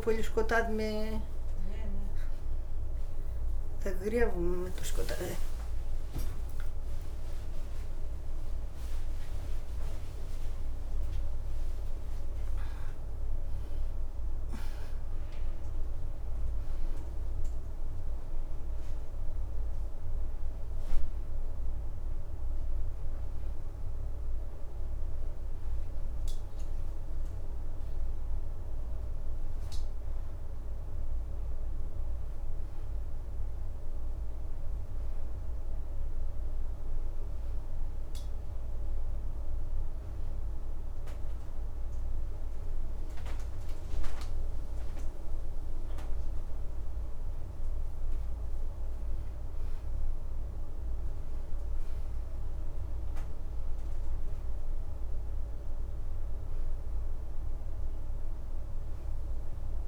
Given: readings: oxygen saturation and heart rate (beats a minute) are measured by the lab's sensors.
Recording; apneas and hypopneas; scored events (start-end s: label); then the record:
a person awake in a sleep study, by a room microphone; none
25.50-26.50 s: leg movement (device-marked)
34.50-44.50 s: leg movement (device-marked)
48.00-49.00 s: leg movement (device-marked)
54.50-59.88 s: oxygen desaturation (device-marked, oxygen 93% before, 89% lowest, heart rate 86 before, 85 extreme)
58.50-59.88 s: new sleep stage, N2 (light sleep)
From the record:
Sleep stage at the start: awake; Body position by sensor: on the back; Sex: female